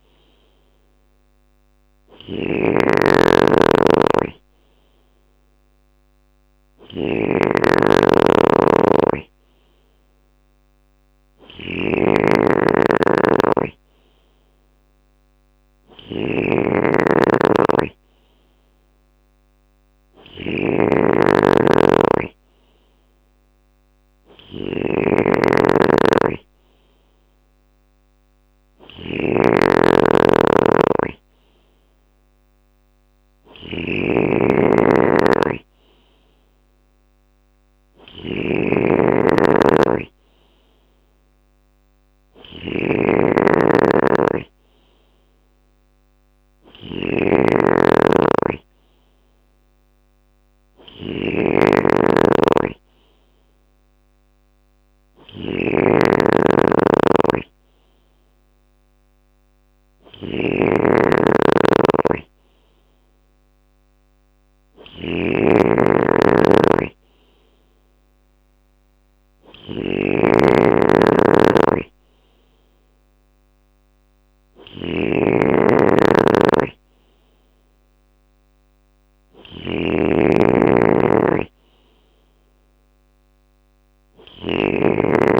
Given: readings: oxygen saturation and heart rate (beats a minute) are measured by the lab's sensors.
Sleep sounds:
breathing in sleep by a microphone on the trachea; none
0.00-85.40 s: snoring (device-marked)
50.00-85.40 s: new sleep stage, N3 (deep sleep)
From the record:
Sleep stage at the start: N2 (light sleep); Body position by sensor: on the left side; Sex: male

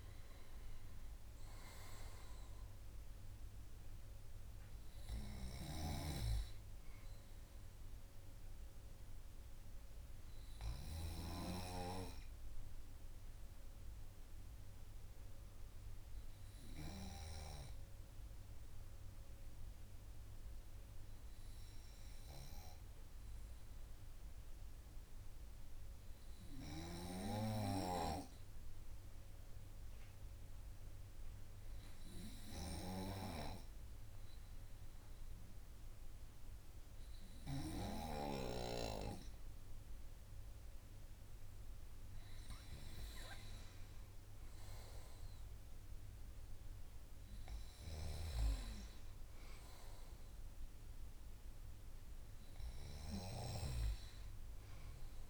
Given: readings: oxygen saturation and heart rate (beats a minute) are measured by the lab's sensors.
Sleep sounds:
breathing in sleep by a room microphone; 1
23.50-40.50 s: hypopnea (oxygen 98% before, 96% lowest, heart rate 52 before, 50 extreme, up 4 after)
42.50-45.00 s: arousal
From the record:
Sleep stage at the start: N2 (light sleep); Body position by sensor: on the right side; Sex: male

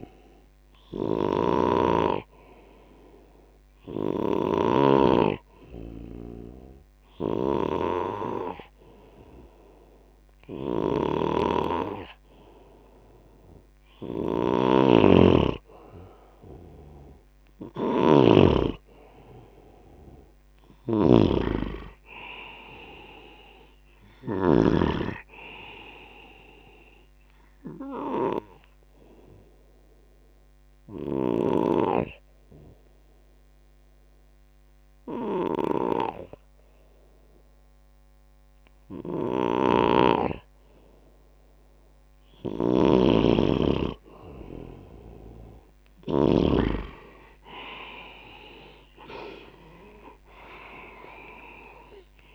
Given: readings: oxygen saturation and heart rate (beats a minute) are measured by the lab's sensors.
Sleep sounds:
breathing in sleep by a microphone on the trachea; 2
0.00-4.50 s: snoring (device-marked)
0.00-18.00 s: oxygen desaturation (device-marked, oxygen 92% lowest, heart rate 72 extreme)
5.50-16.00 s: hypopnea (oxygen 96% before, 92% lowest, heart rate 75 before, 72 extreme, up 12 after)
10.50-24.50 s: snoring (device-marked)
17.50-21.50 s: arousal
27.50-41.00 s: obstructive apnea (oxygen 95% before, 92% lowest, heart rate 81 before, 72 extreme, up 8 after)
39.50-46.50 s: snoring (device-marked)
49.00-52.35 s: oxygen desaturation (device-marked, oxygen 97% before, 92% lowest, heart rate 79 before, 61 extreme)
50.00-52.35 s: arousal
From the record:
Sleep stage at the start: N2 (light sleep); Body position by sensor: on the back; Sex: male

